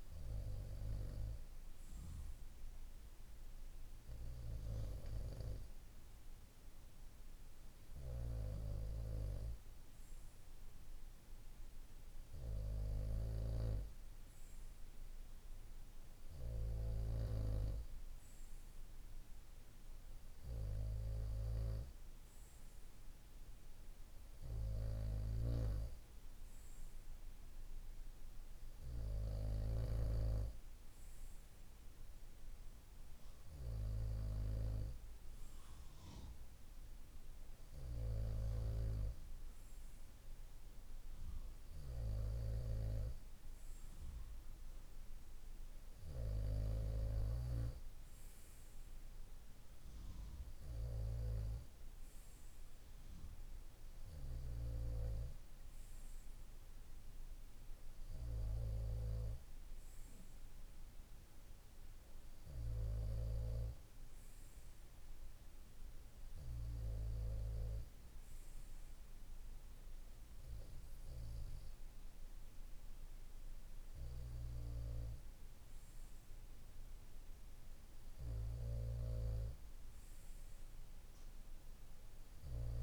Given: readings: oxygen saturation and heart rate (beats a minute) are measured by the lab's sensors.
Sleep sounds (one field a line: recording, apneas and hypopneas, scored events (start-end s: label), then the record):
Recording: breathing in sleep by a room microphone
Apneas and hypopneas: none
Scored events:
25.00-30.00 s: snoring (device-marked)
From the record:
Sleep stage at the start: N2 (light sleep)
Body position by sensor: on the right side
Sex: male